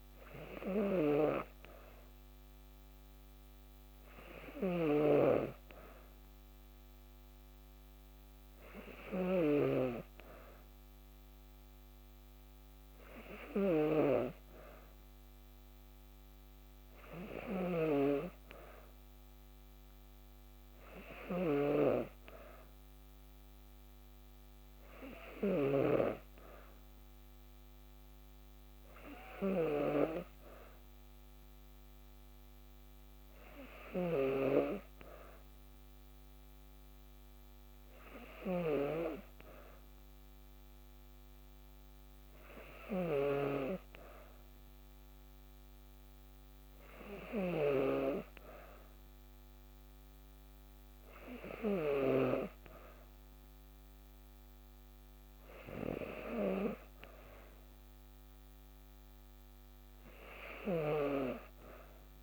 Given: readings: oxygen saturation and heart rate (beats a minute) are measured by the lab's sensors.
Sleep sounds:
breathing in sleep by a microphone on the trachea; none
4.00-9.00 s: snoring (device-marked)
17.00-25.50 s: snoring (device-marked)
38.00-47.50 s: snoring (device-marked)
From the record:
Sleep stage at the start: N2 (light sleep); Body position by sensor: on the back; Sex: female

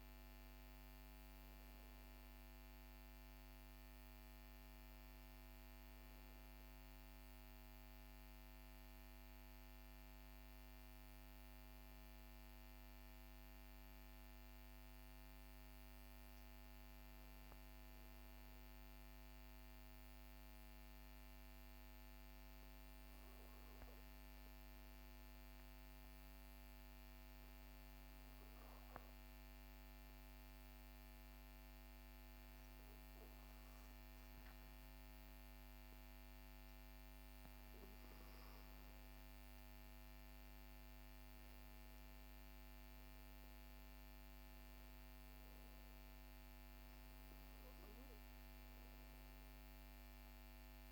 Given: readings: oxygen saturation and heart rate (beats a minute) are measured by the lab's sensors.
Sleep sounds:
breathing in sleep, hard to hear, by a microphone on the trachea; 1
25.50-37.50 s: obstructive apnea (oxygen 97% before, 92% lowest, heart rate 49 before, 44 extreme, up 14 after)
39.00-42.50 s: arousal
40.50-50.92 s: oxygen desaturation (device-marked, oxygen 96% before, 92% lowest, heart rate 52 before, 44 extreme)
From the record:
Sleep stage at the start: N2 (light sleep); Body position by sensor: on the back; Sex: male

